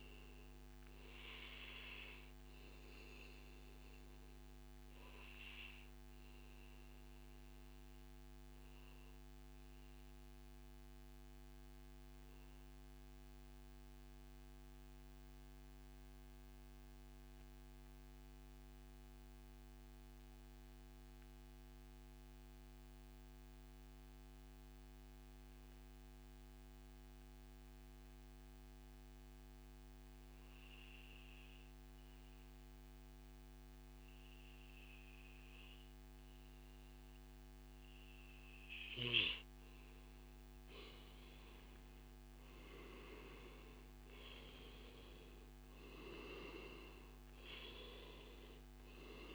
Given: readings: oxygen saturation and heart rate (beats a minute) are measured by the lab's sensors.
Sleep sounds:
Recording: breathing in sleep by a microphone on the trachea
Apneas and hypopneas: 1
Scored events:
0.00-3.00 s: oxygen desaturation (device-marked, oxygen 92% lowest, heart rate 93 extreme)
3.00-40.00 s: mixed apnea (oxygen 98% before, 92% lowest, heart rate 106 before, 93 extreme, up 9 after)
9.50-11.50 s: long interval between heartbeats (device-marked, heart rate 104 before, 97 extreme)
15.00-17.00 s: long interval between heartbeats (device-marked, heart rate 102 before, 99 extreme)
33.00-35.00 s: long interval between heartbeats (device-marked, heart rate 101 before, 101 extreme)
38.00-49.35 s: oxygen desaturation (device-marked, oxygen 97% before, 92% lowest, heart rate 101 before, 93 extreme)
39.50-41.50 s: long interval between heartbeats (device-marked, heart rate 100 before, 98 extreme)
41.50-43.50 s: long interval between heartbeats (device-marked, heart rate 101 before, 106 extreme)
41.50-45.00 s: arousal
From the record:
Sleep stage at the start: N2 (light sleep)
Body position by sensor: on the back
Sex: male

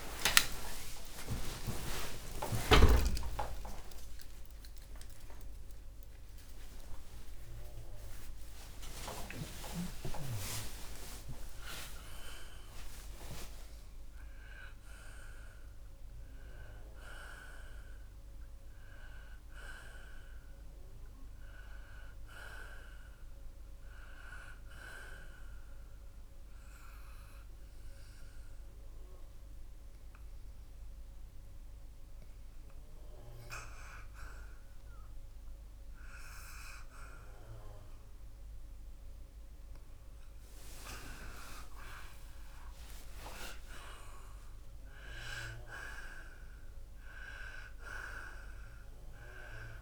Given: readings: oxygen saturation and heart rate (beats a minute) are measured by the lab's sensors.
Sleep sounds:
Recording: a person partly awake in a sleep study, by a room microphone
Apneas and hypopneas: 1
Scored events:
17.50-47.50 s: new sleep stage, N1 (lightest sleep)
19.50-36.50 s: oxygen desaturation (device-marked, oxygen 90% before, 83% lowest, heart rate 146 before, 32 extreme)
24.50-40.00 s: hypopnea (oxygen 91% before, 81% lowest, heart rate 111 before, 74 extreme, up 25 after)
38.50-49.82 s: oxygen desaturation (device-marked, oxygen 93% before, 81% lowest, heart rate 71 before, 70 extreme)
41.50-44.50 s: arousal
47.50-49.82 s: new sleep stage, N2 (light sleep)
From the record:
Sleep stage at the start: awake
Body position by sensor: on the left side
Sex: male

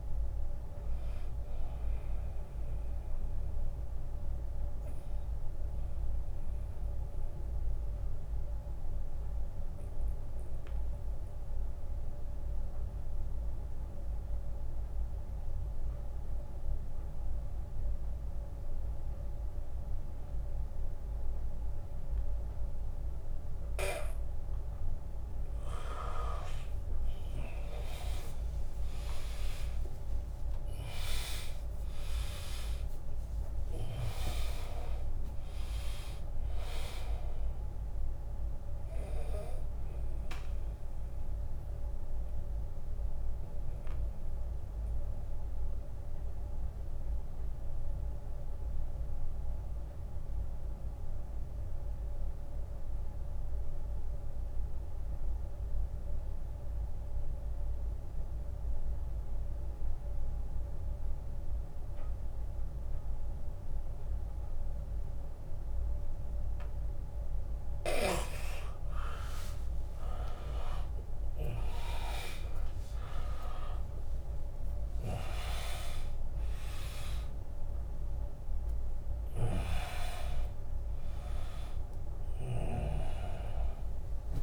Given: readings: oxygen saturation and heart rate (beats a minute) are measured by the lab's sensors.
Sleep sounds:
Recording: breathing in sleep by a room microphone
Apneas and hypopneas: 2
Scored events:
0.00-3.00 s: drop in pulse transit time (device-marked, heart rate 68 extreme)
0.00-18.00 s: oxygen desaturation (device-marked, oxygen 81% lowest, heart rate 66 extreme)
3.00-24.50 s: mixed apnea (oxygen 100% before, 81% lowest, heart rate 72 before, 66 extreme, up 6 after)
9.00-11.00 s: long interval between heartbeats (device-marked, heart rate 74 before, 67 extreme)
26.00-55.00 s: oxygen desaturation (device-marked, oxygen 100% before, 85% lowest, heart rate 75 before, 71 extreme)
27.50-33.00 s: arousal
30.00-41.00 s: drop in pulse transit time (device-marked, heart rate 75 before, 77 extreme)
40.00-65.00 s: mixed apnea (oxygen 100% before, 82% lowest, heart rate 80 before, 71 extreme, up 16 after)
58.00-60.00 s: long interval between heartbeats (device-marked, heart rate 79 before, 73 extreme)
67.00-84.43 s: oxygen desaturation (device-marked, oxygen 100% before, 82% lowest, heart rate 78 before, 66 extreme)
68.50-73.00 s: arousal
73.00-84.43 s: drop in pulse transit time (device-marked, heart rate 79 before, 76 extreme)
From the record:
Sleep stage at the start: N2 (light sleep)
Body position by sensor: on the back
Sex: male

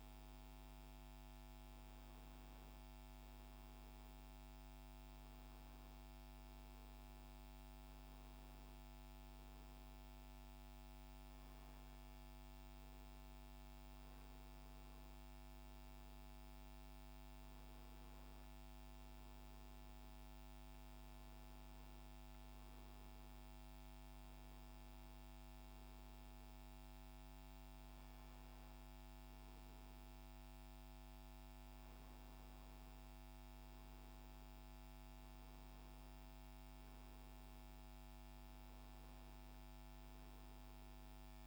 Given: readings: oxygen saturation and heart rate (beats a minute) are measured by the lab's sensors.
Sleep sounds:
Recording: breathing in sleep, hard to hear, by a microphone on the trachea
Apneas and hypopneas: none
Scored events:
none scored
From the record:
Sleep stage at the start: N2 (light sleep)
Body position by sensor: on the back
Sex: male

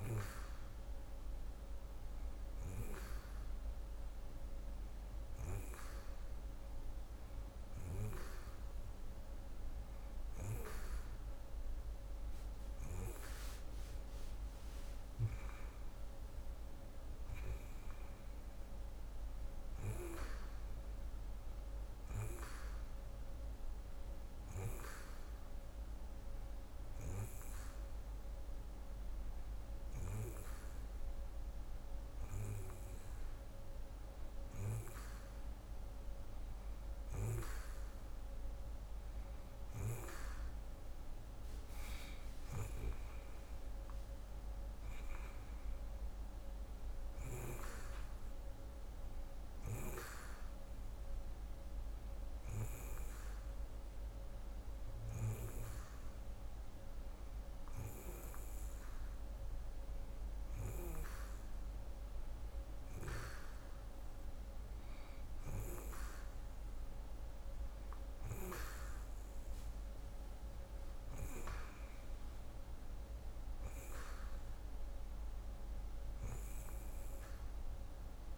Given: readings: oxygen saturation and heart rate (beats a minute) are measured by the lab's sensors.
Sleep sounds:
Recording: breathing in sleep by a room microphone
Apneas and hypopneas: none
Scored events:
none scored
From the record:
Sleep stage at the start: N2 (light sleep)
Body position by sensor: on the right side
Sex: female

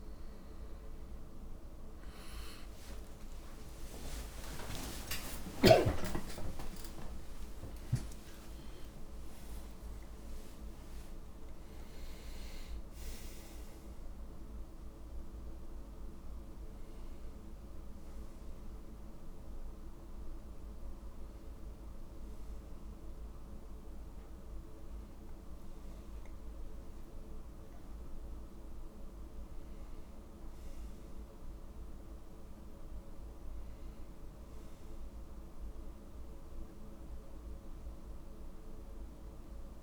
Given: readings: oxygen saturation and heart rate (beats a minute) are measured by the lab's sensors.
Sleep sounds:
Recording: a person awake in a sleep study, by a room microphone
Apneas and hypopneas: none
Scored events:
30.00-39.83 s: new sleep stage, N2 (light sleep)
From the record:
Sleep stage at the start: awake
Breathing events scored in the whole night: 237 in 4.0 hours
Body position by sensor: on the right side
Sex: male

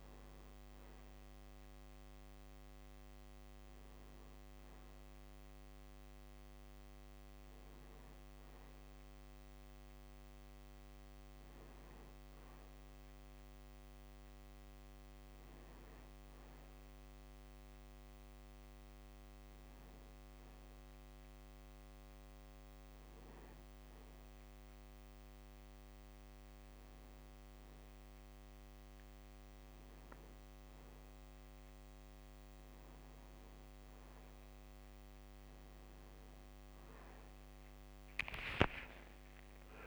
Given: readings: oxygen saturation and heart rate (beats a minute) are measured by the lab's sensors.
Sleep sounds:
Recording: a person awake in a sleep study, hard to hear, by a microphone on the trachea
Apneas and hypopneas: none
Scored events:
none scored
From the record:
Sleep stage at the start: awake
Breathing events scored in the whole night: 255 in 3.8 hours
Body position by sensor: on the back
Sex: male

